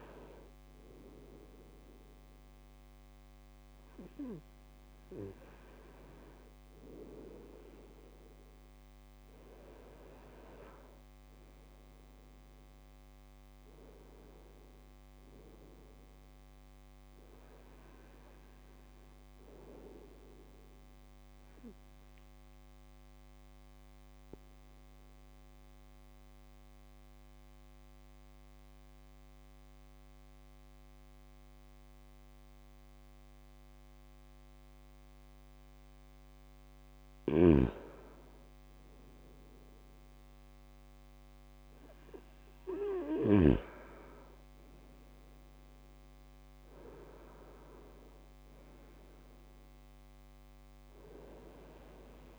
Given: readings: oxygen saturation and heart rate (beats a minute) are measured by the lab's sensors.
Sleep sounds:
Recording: breathing in sleep by a microphone on the trachea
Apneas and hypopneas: 1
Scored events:
22.00-36.00 s: mixed apnea (oxygen 98% before, 95% lowest, heart rate 68 before, 62 extreme, up 4 after)
37.00-40.50 s: arousal
37.00-43.50 s: snoring (device-marked)
41.50-50.50 s: oxygen desaturation (device-marked, oxygen 98% before, 95% lowest, heart rate 67 before, 62 extreme)
From the record:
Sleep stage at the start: N2 (light sleep)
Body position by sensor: on the right side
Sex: male

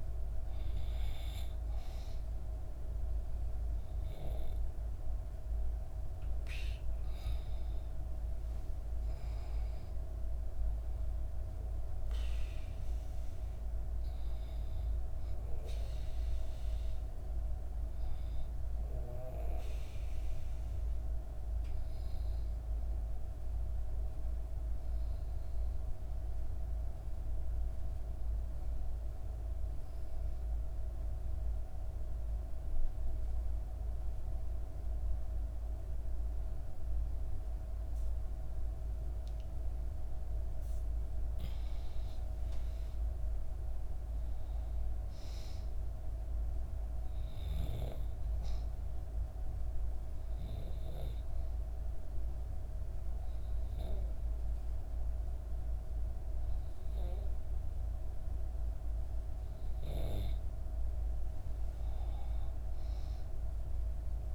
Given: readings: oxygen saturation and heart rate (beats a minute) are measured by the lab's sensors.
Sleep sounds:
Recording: breathing in sleep, hard to hear, by a room microphone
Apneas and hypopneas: 2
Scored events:
0.00-18.50 s: oxygen desaturation (device-marked, oxygen 87% lowest, heart rate 58 extreme)
23.50-39.50 s: obstructive apnea (oxygen 97% before, 91% lowest, heart rate 61 before, 58 extreme, up 5 after)
42.50-45.50 s: arousal
43.50-62.50 s: oxygen desaturation (device-marked, oxygen 97% before, 91% lowest, heart rate 60 before, 58 extreme)
49.00-59.50 s: obstructive apnea (oxygen 97% before, 91% lowest, heart rate 61 before, 58 extreme, up 4 after)
62.50-64.35 s: arousal
From the record:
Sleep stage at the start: N2 (light sleep)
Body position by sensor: on the back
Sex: female

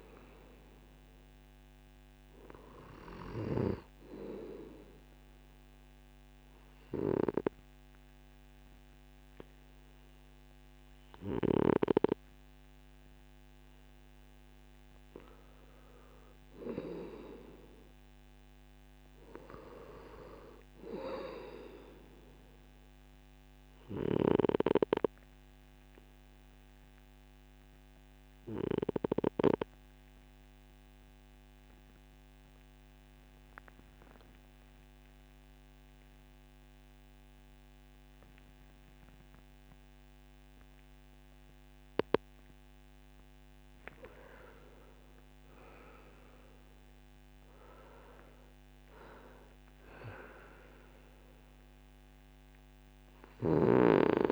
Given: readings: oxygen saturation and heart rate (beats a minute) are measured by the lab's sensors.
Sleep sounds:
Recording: breathing in sleep by a microphone on the trachea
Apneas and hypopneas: 2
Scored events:
4.50-14.50 s: obstructive apnea (oxygen 96% before, 91% lowest)
16.50-20.00 s: arousal
24.50-43.00 s: obstructive apnea (oxygen 96% before, 92% lowest)
46.50-54.32 s: oxygen desaturation (device-marked, oxygen 96% before, 92% lowest)
From the record:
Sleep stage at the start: N2 (light sleep)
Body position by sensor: on the right side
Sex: male

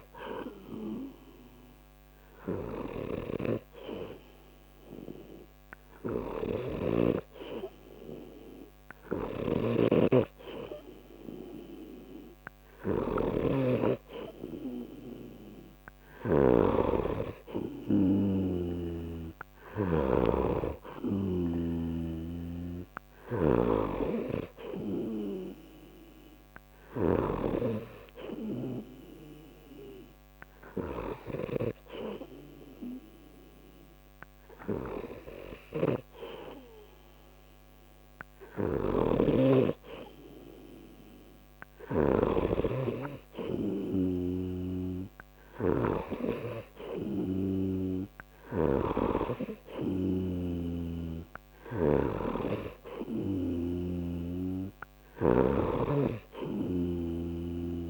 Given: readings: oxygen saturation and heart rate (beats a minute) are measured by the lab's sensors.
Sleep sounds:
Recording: breathing in sleep by a microphone on the trachea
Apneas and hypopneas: none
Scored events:
6.50-16.50 s: snoring (device-marked)
18.50-27.50 s: snoring (device-marked)
38.50-49.00 s: snoring (device-marked)
56.00-57.90 s: snoring (device-marked)
From the record:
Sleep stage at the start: N3 (deep sleep)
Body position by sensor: on the right side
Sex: male

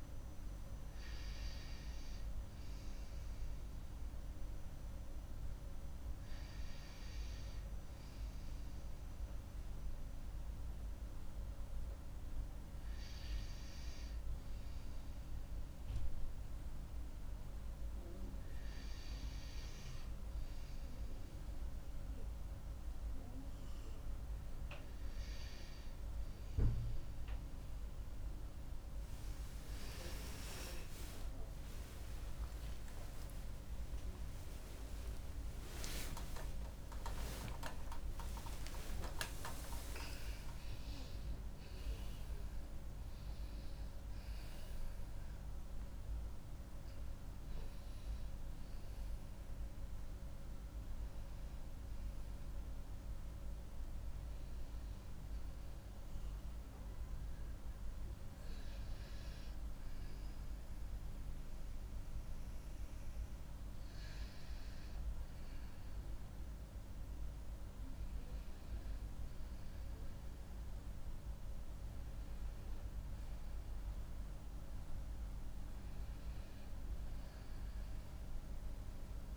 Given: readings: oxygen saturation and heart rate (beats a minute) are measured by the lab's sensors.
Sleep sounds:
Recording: a person awake in a sleep study, by a room microphone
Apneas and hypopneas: none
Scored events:
17.00-77.00 s: new sleep stage, awake
77.00-79.37 s: new sleep stage, N1 (lightest sleep)
From the record:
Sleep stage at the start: N2 (light sleep)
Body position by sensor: on the back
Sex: female

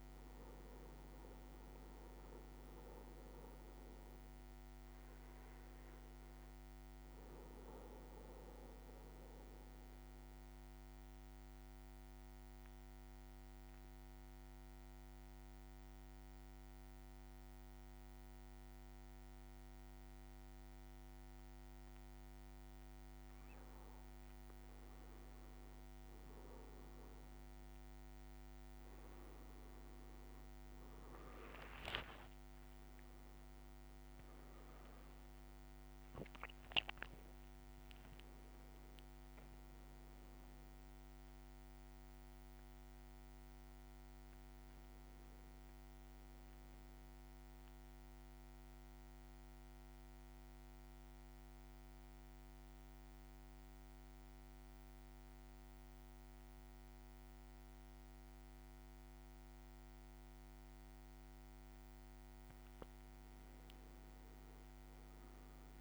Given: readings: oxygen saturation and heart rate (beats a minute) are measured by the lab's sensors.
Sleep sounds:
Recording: breathing in sleep, hard to hear, by a microphone on the trachea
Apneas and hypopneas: 2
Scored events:
0.00-24.00 s: bradycardia (device-marked, heart rate 57 before, 54 extreme)
7.50-23.00 s: central apnea (oxygen 99% before, 95% lowest, heart rate 60 before, 56 extreme, up 5 after)
22.00-24.50 s: leg movement (device-marked)
31.50-37.00 s: arousal
37.00-64.00 s: bradycardia (device-marked, heart rate 57 before, 55 extreme)
47.00-61.50 s: central apnea (oxygen 99% before, 95% lowest, heart rate 59 before, 54 extreme, up 6 after)
52.00-65.81 s: new sleep stage, N2 (light sleep)
64.00-65.81 s: leg movement (device-marked)
64.50-65.81 s: arousal
From the record:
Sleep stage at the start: N1 (lightest sleep)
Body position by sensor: on the back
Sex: male

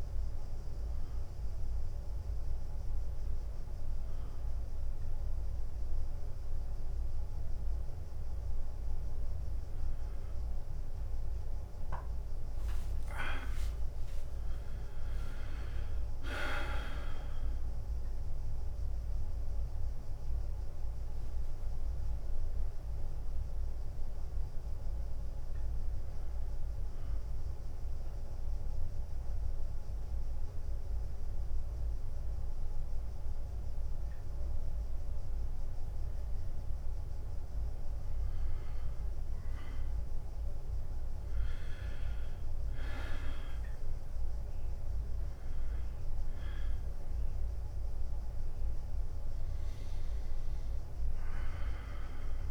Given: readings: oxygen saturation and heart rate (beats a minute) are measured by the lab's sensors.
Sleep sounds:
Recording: breathing in sleep, hard to hear, by a room microphone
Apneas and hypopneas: 2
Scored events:
2.50-12.50 s: hypopnea (oxygen 96% before, 91% lowest, heart rate 101 before, 94 extreme, up 3 after)
13.00-18.00 s: tachycardia (device-marked, heart rate 97 before, 101 extreme)
14.00-18.00 s: arousal
20.00-52.50 s: new sleep stage, N2 (light sleep)
29.00-39.50 s: mixed apnea (oxygen 96% before, 89% lowest, heart rate 98 before, 90 extreme, up 0 after)
43.00-47.00 s: arousal
51.00-52.50 s: oxygen desaturation (device-marked, oxygen 97% before, 91% lowest, heart rate 94 before, 89 extreme)
From the record:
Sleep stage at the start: N1 (lightest sleep)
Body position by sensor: on the back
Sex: male

